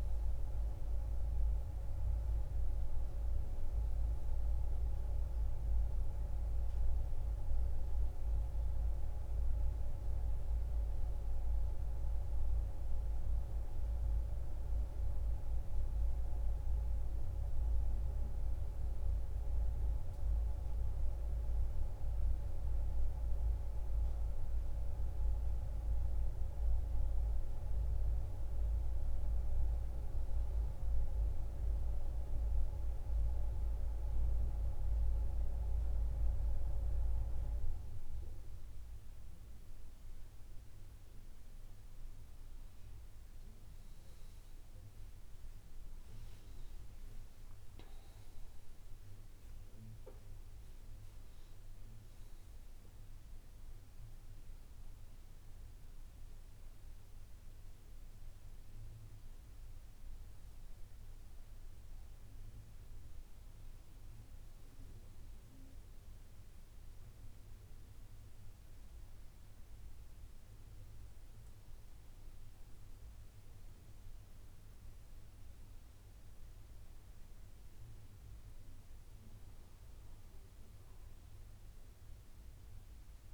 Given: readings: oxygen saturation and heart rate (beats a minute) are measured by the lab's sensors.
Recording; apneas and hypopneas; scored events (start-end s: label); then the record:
breathing in sleep by a room microphone; none
0.00-14.00 s: oxygen desaturation (device-marked, oxygen 93% lowest)
From the record:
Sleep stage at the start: N2 (light sleep); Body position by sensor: on the back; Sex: female